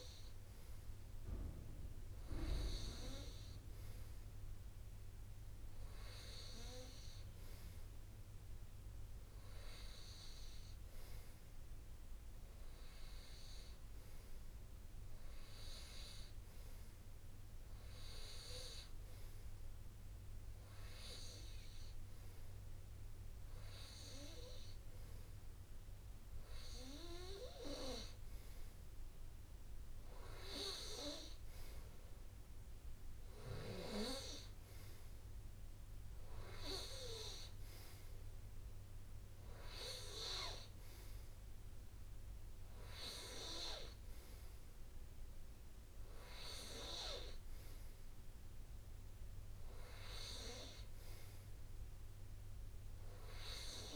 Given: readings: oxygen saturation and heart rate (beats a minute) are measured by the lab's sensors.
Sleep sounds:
breathing in sleep by a room microphone; none
none scored
From the record:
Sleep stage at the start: N2 (light sleep); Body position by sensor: on the right side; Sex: male

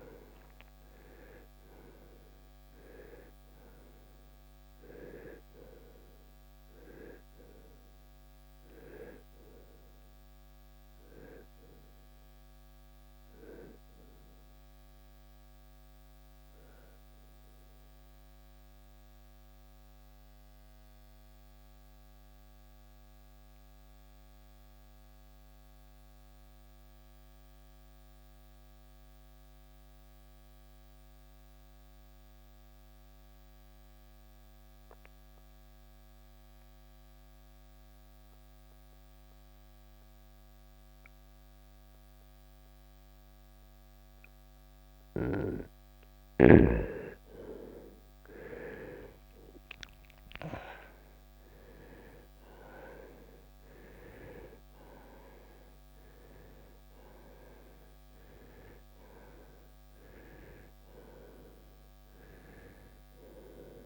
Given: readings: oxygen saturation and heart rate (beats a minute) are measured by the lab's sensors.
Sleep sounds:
breathing in sleep by a microphone on the trachea; 1
0.00-29.50 s: oxygen desaturation (device-marked, oxygen 86% lowest, heart rate 58 extreme)
15.50-46.00 s: obstructive apnea (oxygen 97% before, 84% lowest, heart rate 83 before, 58 extreme, up 11 after)
47.50-63.86 s: oxygen desaturation (device-marked, oxygen 98% before, 84% lowest, heart rate 67 before, 59 extreme)
48.00-52.50 s: arousal
From the record:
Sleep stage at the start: N2 (light sleep); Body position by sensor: on the right side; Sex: male

